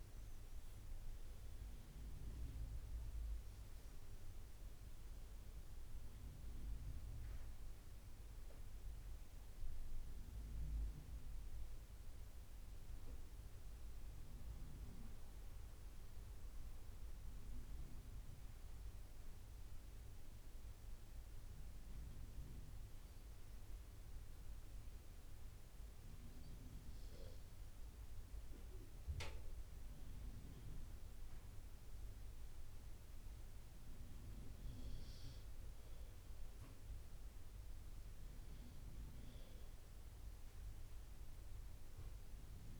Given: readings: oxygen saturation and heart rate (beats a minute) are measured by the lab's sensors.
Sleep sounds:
breathing in sleep, hard to hear, by a room microphone; 1
0.00-1.00 s: arousal
3.00-24.00 s: oxygen desaturation (device-marked, oxygen 96% before, 92% lowest, heart rate 79 before, 72 extreme)
9.00-28.00 s: obstructive apnea (oxygen 96% before, 91% lowest, heart rate 81 before, 72 extreme, up 6 after)
29.50-33.00 s: arousal
From the record:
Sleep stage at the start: N2 (light sleep); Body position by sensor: on the right side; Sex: male

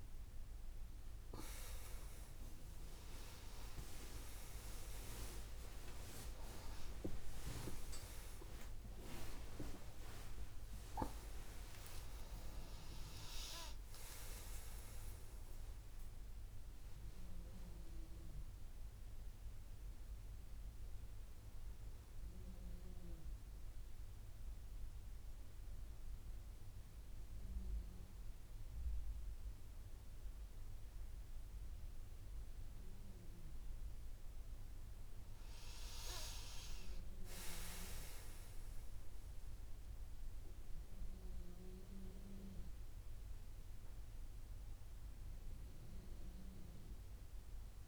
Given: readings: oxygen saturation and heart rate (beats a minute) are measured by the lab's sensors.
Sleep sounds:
a person awake in a sleep study, by a room microphone; none
0.00-9.50 s: oxygen desaturation (device-marked, oxygen 88% lowest)
24.50-47.88 s: new sleep stage, N1 (lightest sleep)
From the record:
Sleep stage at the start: awake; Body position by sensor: on the back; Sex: female

